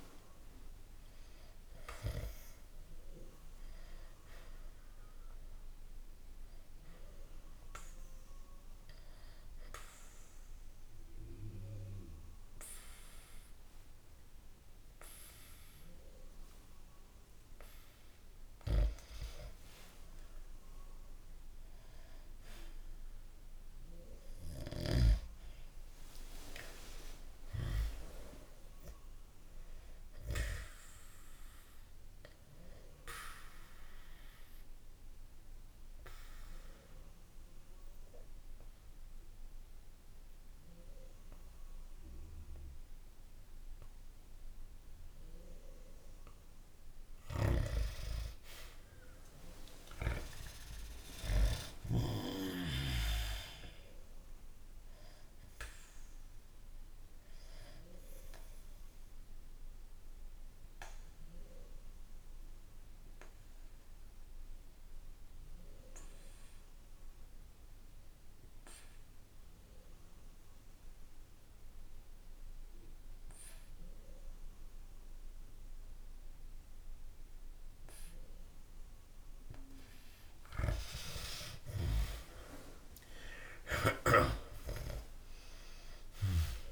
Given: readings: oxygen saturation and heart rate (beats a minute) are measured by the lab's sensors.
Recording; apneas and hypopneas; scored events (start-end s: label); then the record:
breathing in sleep by a room microphone; 3
7.00-19.00 s: obstructive apnea (oxygen 98% before, 92% lowest, heart rate 67 before, 56 extreme, up 3 after)
20.50-26.50 s: arousal
33.00-45.50 s: obstructive apnea (oxygen 97% before, 91% lowest, heart rate 64 before, 63 extreme, up 3 after)
34.00-40.00 s: oxygen desaturation (device-marked, oxygen 96% before, 93% lowest, heart rate 64 before, 63 extreme)
48.50-53.00 s: arousal
56.50-79.00 s: obstructive apnea (oxygen 96% before, 90% lowest, heart rate 65 before, 63 extreme, up 1 after)
57.00-72.00 s: oxygen desaturation (device-marked, oxygen 96% before, 92% lowest, heart rate 65 before, 63 extreme)
81.00-85.50 s: arousal
From the record:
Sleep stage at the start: N2 (light sleep); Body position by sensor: on the back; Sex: male